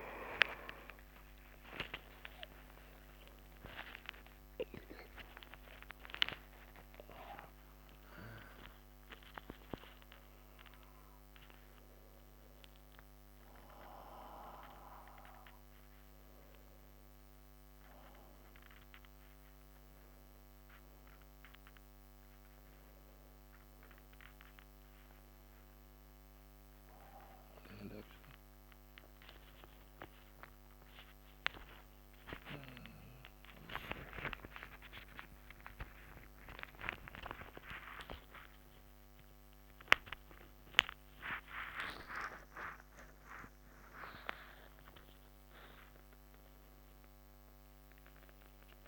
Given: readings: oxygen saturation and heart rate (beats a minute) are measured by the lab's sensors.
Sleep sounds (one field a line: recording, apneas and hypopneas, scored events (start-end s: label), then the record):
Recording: a person awake in a sleep study, by a microphone on the trachea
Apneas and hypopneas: none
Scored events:
none scored
From the record:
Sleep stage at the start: awake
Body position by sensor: on the back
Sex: male